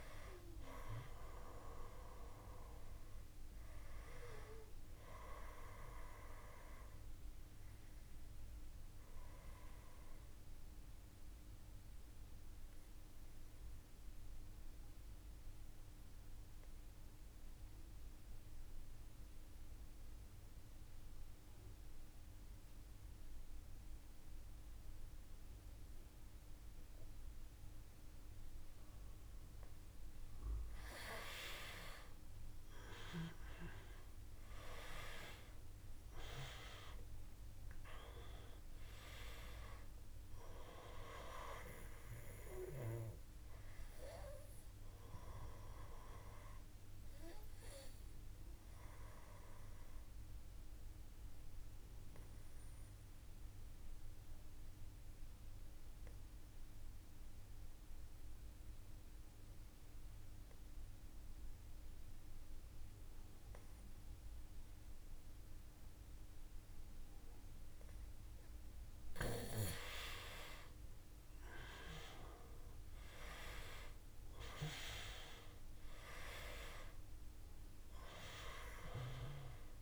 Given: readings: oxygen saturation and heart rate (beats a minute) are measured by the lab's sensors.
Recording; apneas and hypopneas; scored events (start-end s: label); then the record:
breathing in sleep by a room microphone; 2
0.00-25.50 s: oxygen desaturation (device-marked, oxygen 89% lowest, heart rate 53 extreme)
9.50-29.50 s: obstructive apnea (oxygen 97% before, 88% lowest, heart rate 57 before, 53 extreme, up 4 after)
32.50-37.50 s: arousal
36.50-61.50 s: oxygen desaturation (device-marked, oxygen 98% before, 88% lowest, heart rate 56 before, 53 extreme)
48.00-67.00 s: obstructive apnea (oxygen 98% before, 88% lowest, heart rate 58 before, 54 extreme, up 5 after)
69.50-73.00 s: arousal
74.50-79.82 s: oxygen desaturation (device-marked, oxygen 97% before, 89% lowest, heart rate 55 before, 59 extreme)
From the record:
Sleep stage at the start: N2 (light sleep); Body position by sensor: on the back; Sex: male